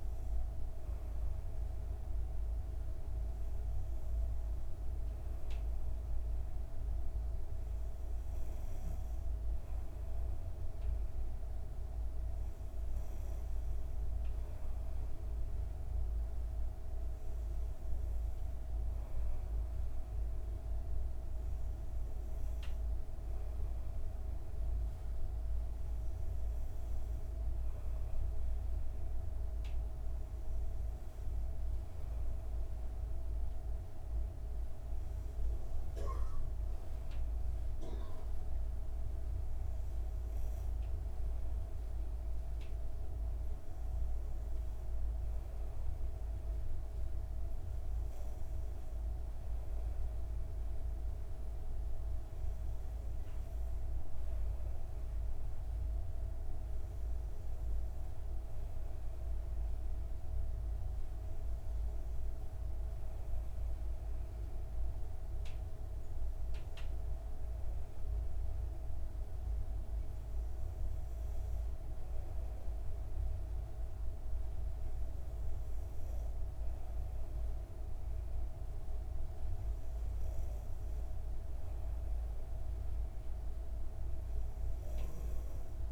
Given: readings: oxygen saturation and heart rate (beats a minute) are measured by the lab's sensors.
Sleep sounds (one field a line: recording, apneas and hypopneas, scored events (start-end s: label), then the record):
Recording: breathing in sleep, hard to hear, by a room microphone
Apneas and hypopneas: none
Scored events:
none scored
From the record:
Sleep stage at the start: N2 (light sleep)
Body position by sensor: on the back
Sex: female